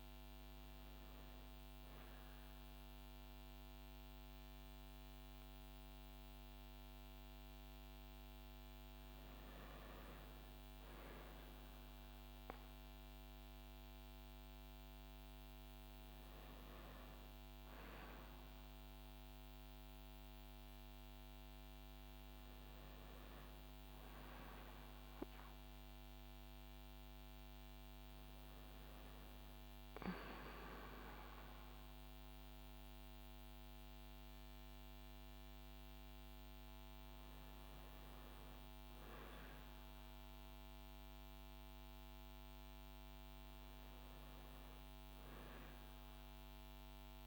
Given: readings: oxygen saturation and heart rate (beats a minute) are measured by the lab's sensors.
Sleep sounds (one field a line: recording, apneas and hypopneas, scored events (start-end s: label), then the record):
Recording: a person awake in a sleep study, hard to hear, by a microphone on the trachea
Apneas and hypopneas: none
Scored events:
none scored
From the record:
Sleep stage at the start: awake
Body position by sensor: on the back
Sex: female